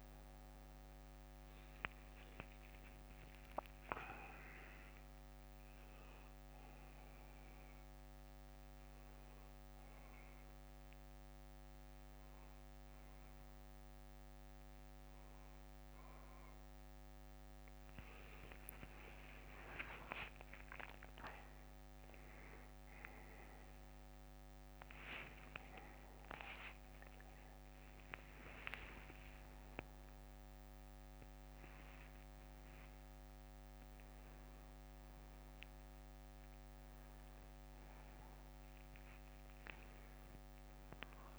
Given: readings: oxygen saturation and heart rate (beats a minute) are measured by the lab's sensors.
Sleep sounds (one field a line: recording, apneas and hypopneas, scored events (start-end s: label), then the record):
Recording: a person awake in a sleep study, by a microphone on the trachea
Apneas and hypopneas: none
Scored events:
0.00-16.50 s: oxygen desaturation (device-marked, oxygen 94% lowest, heart rate 64 extreme)
3.50-41.39 s: new sleep stage, awake
23.50-29.50 s: tachycardia (device-marked, heart rate 61 before, 115 extreme)
From the record:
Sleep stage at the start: N2 (light sleep)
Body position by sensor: on the back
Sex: male